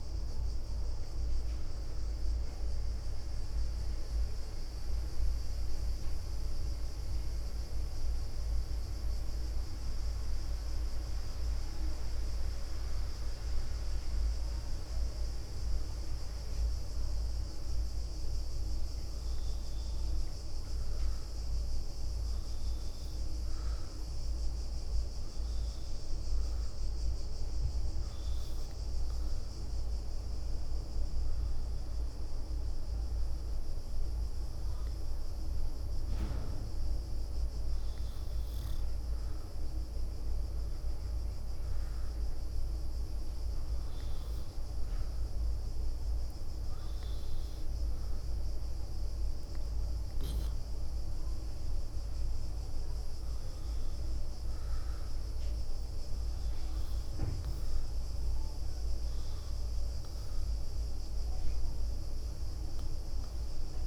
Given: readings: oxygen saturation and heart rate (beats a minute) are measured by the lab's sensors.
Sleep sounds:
breathing in sleep, hard to hear, by a room microphone; 2
2.00-5.50 s: leg movement (device-marked)
3.00-17.00 s: oxygen desaturation (device-marked, oxygen 93% before, 89% lowest, heart rate 73 before, 68 extreme)
5.00-16.50 s: obstructive apnea (oxygen 94% before, 89% lowest, heart rate 73 before, 68 extreme, up 5 after)
9.50-18.00 s: leg movement (device-marked)
19.50-23.50 s: arousal
25.50-29.00 s: leg movement (device-marked)
31.00-39.00 s: leg movement (device-marked)
37.00-47.50 s: obstructive apnea (oxygen 96% before, 89% lowest, heart rate 71 before, 67 extreme, up 4 after)
46.50-49.50 s: leg movement (device-marked)
49.50-53.50 s: arousal
51.50-59.50 s: leg movement (device-marked)
From the record:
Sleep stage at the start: N2 (light sleep); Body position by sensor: on the back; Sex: female

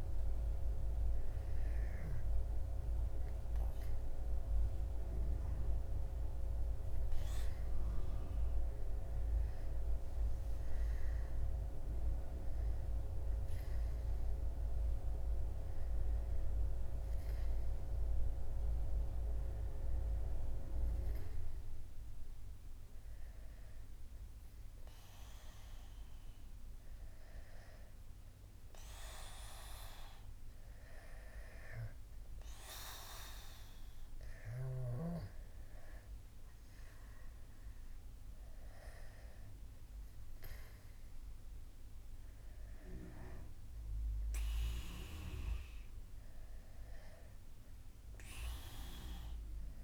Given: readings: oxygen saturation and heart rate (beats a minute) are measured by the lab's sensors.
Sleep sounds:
breathing in sleep by a room microphone; none
none scored
From the record:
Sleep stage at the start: N2 (light sleep); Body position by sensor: on the back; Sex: male

